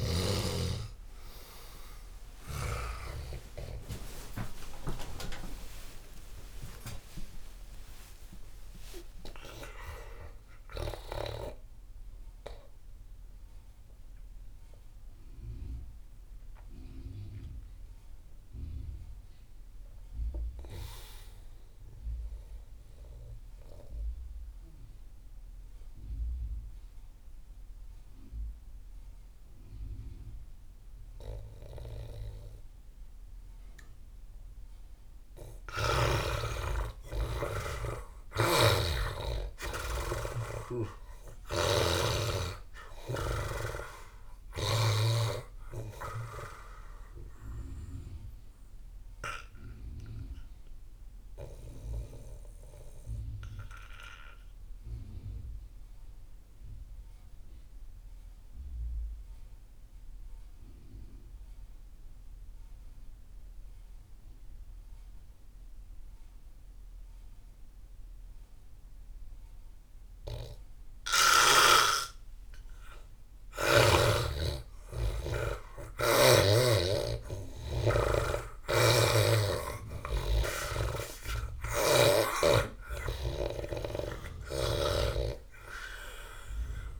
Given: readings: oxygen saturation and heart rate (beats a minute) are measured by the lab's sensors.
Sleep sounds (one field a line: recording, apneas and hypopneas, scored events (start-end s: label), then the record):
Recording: breathing in sleep by a room microphone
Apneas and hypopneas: 2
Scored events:
0.00-23.50 s: oxygen desaturation (device-marked, oxygen 84% lowest)
3.00-9.00 s: arousal
23.00-35.50 s: obstructive apnea (oxygen 97% before, 84% lowest)
37.50-41.00 s: arousal
38.00-45.00 s: snoring (device-marked)
43.50-57.50 s: oxygen desaturation (device-marked, oxygen 98% before, 87% lowest)
47.00-73.00 s: obstructive apnea (oxygen 99% before, 84% lowest)
71.50-87.00 s: oxygen desaturation (device-marked, oxygen 98% before, 84% lowest)
74.00-78.00 s: arousal
78.50-85.00 s: snoring (device-marked)
From the record:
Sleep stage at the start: N2 (light sleep)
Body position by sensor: on the back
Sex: male